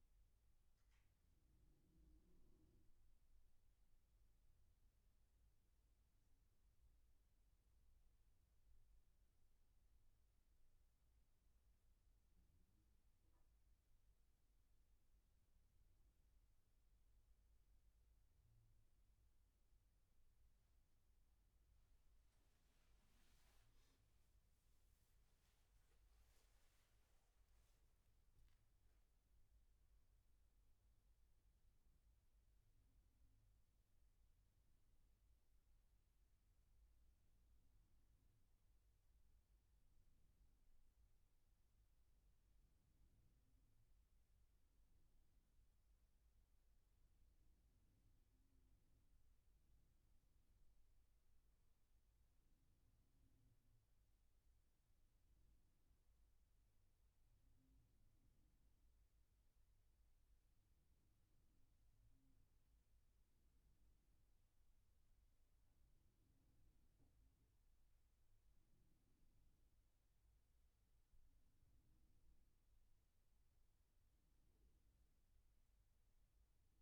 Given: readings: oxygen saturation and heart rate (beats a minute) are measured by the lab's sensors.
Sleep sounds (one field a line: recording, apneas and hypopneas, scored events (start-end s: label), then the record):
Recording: a person awake in a sleep study, hard to hear, by a room microphone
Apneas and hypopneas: none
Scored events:
none scored
From the record:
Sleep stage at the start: awake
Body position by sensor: on the back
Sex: male